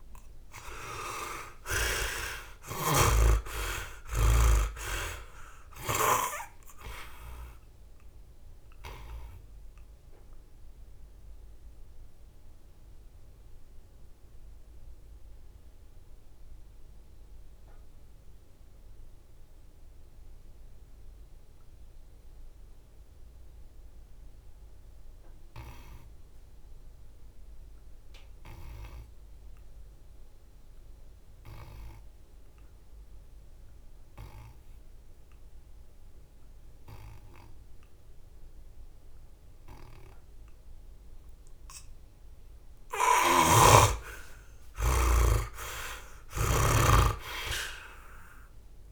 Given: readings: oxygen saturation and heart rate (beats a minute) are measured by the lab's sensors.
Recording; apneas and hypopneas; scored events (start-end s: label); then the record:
breathing in sleep by a room microphone; 1
0.00-4.50 s: arousal
0.00-28.00 s: oxygen desaturation (device-marked, oxygen 54% lowest, heart rate 63 extreme)
8.00-39.50 s: mixed apnea (oxygen 78% before, 54% lowest, heart rate 74 before, 63 extreme, up 19 after)
41.50-46.00 s: arousal
42.00-48.92 s: oxygen desaturation (device-marked, oxygen 83% before, 58% lowest, heart rate 67 before, 65 extreme)
42.50-46.50 s: snoring (device-marked)
From the record:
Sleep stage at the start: N2 (light sleep); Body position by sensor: on the back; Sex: male